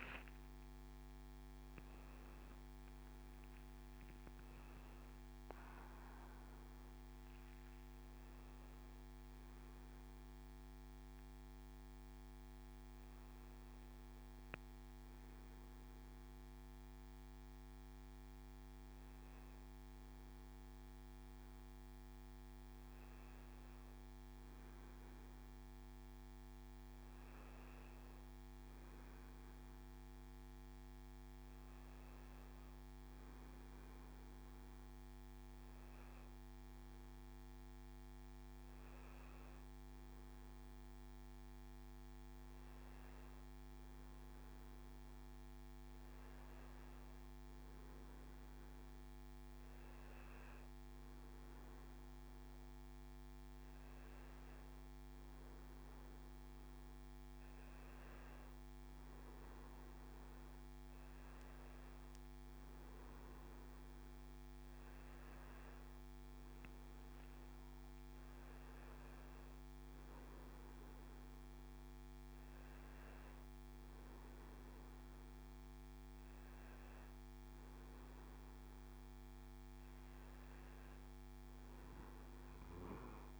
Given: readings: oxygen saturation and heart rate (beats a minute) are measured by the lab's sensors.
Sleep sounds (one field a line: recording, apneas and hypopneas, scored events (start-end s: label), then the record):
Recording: a person partly awake in a sleep study, hard to hear, by a microphone on the trachea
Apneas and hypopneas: none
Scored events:
30.00-83.40 s: new sleep stage, N1 (lightest sleep)
From the record:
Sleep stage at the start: awake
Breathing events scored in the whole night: 145 in 4.9 hours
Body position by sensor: on the back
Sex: male